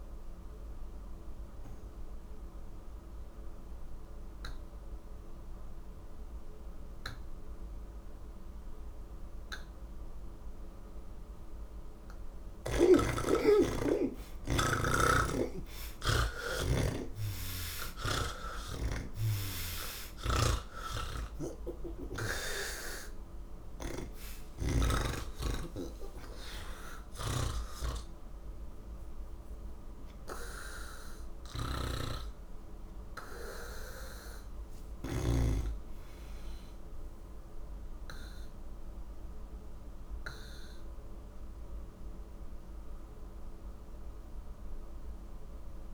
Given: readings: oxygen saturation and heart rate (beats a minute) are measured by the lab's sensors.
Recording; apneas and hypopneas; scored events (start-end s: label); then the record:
breathing in sleep by a room microphone; none
0.00-1.00 s: oxygen desaturation (device-marked, oxygen 76% lowest, heart rate 40 extreme)
12.00-20.00 s: oxygen desaturation (device-marked, oxygen 97% before, 87% lowest, heart rate 93 before, 27 extreme)
14.50-18.00 s: snoring (device-marked)
20.00-24.00 s: snoring (device-marked)
29.00-40.00 s: oxygen desaturation (device-marked, oxygen 91% before, 75% lowest, heart rate 78 before, 47 extreme)
From the record:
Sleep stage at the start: N3 (deep sleep); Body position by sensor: on the back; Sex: male